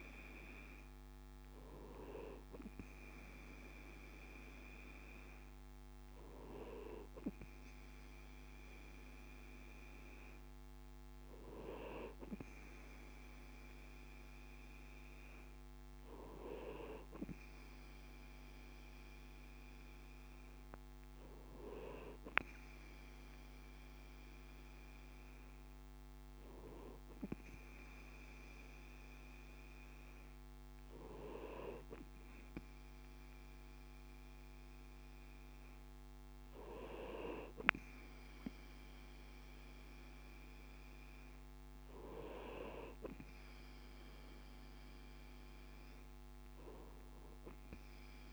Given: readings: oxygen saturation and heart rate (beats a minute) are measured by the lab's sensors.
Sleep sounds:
breathing in sleep by a microphone on the trachea; none
none scored
From the record:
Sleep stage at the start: N2 (light sleep); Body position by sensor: on the right side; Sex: male

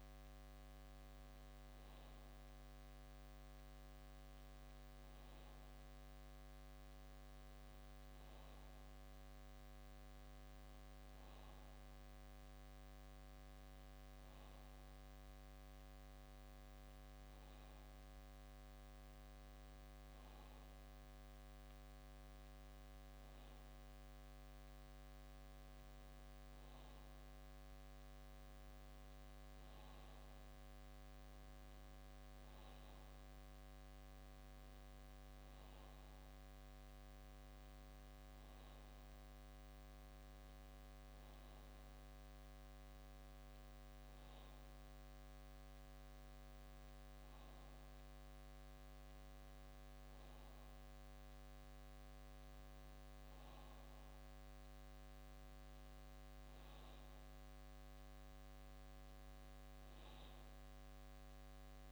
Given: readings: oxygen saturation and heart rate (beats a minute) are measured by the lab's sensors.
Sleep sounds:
breathing in sleep, hard to hear, by a microphone on the trachea; none
51.50-61.92 s: new sleep stage, REM sleep
From the record:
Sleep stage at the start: N2 (light sleep); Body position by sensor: on the back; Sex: male

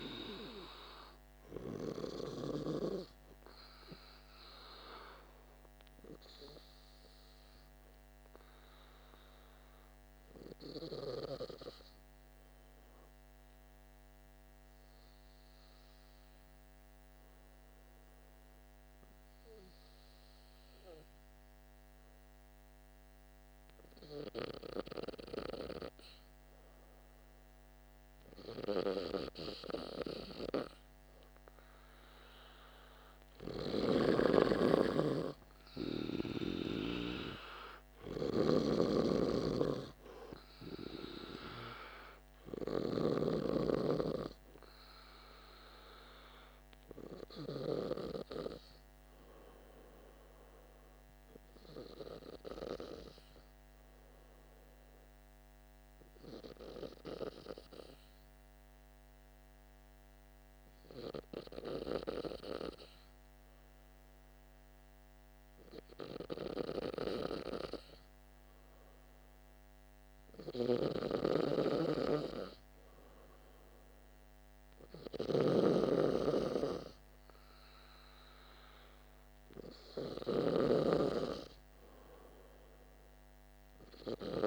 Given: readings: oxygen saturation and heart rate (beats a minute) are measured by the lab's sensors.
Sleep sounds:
breathing in sleep by a microphone on the trachea; 2
0.00-2.50 s: arousal
5.00-23.00 s: hypopnea (oxygen 96% before, 92% lowest, heart rate 55 before, 49 extreme, up 3 after)
25.00-28.50 s: arousal
29.50-60.50 s: oxygen desaturation (device-marked, oxygen 98% before, 92% lowest, heart rate 50 before, 48 extreme)
33.00-43.00 s: snoring (device-marked)
56.00-66.50 s: hypopnea (oxygen 97% before, 94% lowest, heart rate 51 before, 49 extreme, up 3 after)
67.50-72.00 s: arousal
70.50-84.47 s: snoring (device-marked)
From the record:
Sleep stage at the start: N2 (light sleep); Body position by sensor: on the back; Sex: male

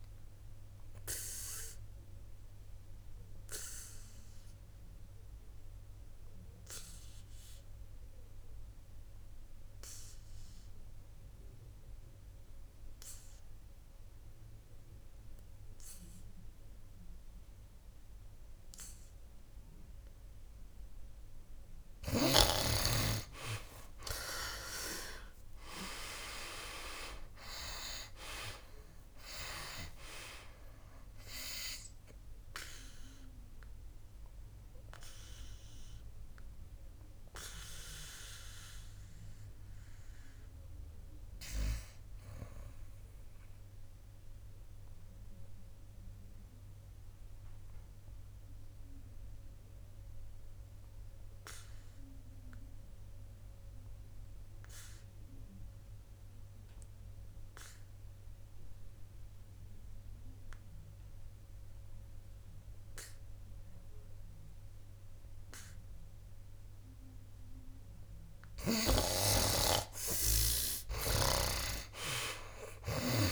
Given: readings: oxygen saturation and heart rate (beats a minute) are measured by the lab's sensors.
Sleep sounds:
breathing in sleep by a room microphone; 2
1.50-22.50 s: obstructive apnea (oxygen 86% before, 76% lowest, heart rate 62 before, 58 extreme, up 19 after)
12.00-26.00 s: oxygen desaturation (device-marked, oxygen 92% before, 76% lowest, heart rate 68 before, 58 extreme)
24.50-28.50 s: arousal
32.50-67.50 s: obstructive apnea (oxygen 94% before, 72% lowest, heart rate 64 before, 57 extreme, up 16 after)
45.00-57.00 s: oxygen desaturation (device-marked, oxygen 92% before, 81% lowest, heart rate 69 before, 57 extreme)
69.50-72.50 s: arousal
70.00-73.32 s: oxygen desaturation (device-marked, oxygen 98% before, 72% lowest, heart rate 60 before, 61 extreme)
From the record:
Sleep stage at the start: N2 (light sleep); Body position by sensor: on the back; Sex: male

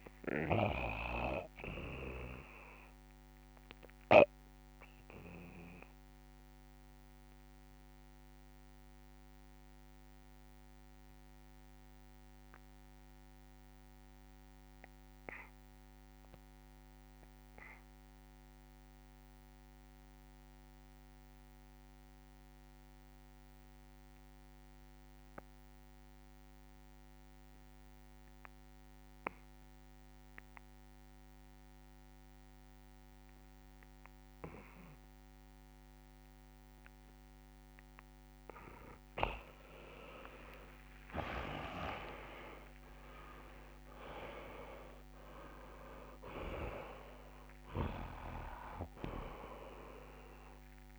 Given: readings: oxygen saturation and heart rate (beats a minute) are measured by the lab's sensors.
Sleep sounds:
breathing in sleep by a microphone on the trachea; 1
0.00-19.50 s: oxygen desaturation (device-marked, oxygen 79% lowest, heart rate 54 extreme)
6.00-38.50 s: obstructive apnea (oxygen 100% before, 79% lowest, heart rate 66 before, 37 extreme, up 7 after)
32.50-50.99 s: oxygen desaturation (device-marked, oxygen 99% before, 79% lowest, heart rate 65 before, 37 extreme)
40.50-45.50 s: arousal
From the record:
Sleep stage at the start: N2 (light sleep); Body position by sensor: on the back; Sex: male

